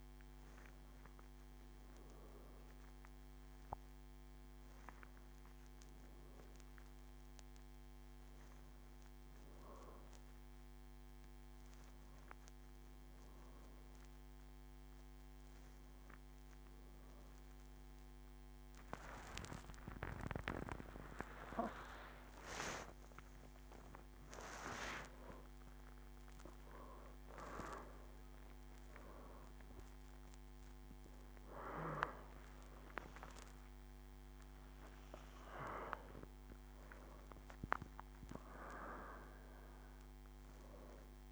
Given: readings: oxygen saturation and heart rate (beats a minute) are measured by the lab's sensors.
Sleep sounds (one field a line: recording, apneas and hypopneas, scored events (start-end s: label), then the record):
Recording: a person awake in a sleep study, by a microphone on the trachea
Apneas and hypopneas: none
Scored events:
32.00-34.00 s: long interval between heartbeats (device-marked, heart rate 88 before, 89 extreme)
From the record:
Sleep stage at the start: awake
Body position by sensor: on the back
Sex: female